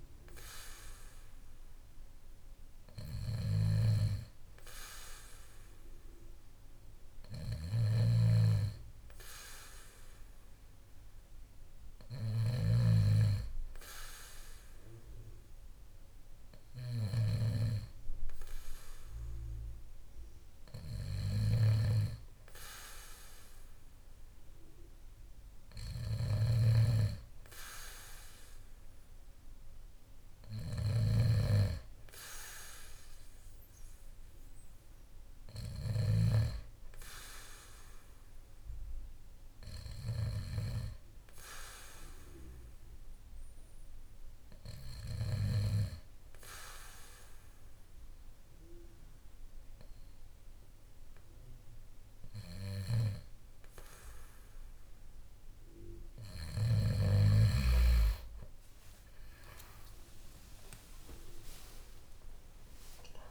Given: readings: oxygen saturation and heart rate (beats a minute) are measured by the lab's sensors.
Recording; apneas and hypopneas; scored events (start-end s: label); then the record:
breathing in sleep by a room microphone; none
3.00-17.00 s: snoring (device-marked)
25.50-36.00 s: snoring (device-marked)
56.00-61.00 s: snoring (device-marked)
58.50-63.31 s: arousal
From the record:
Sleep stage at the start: N2 (light sleep); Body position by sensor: on the back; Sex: male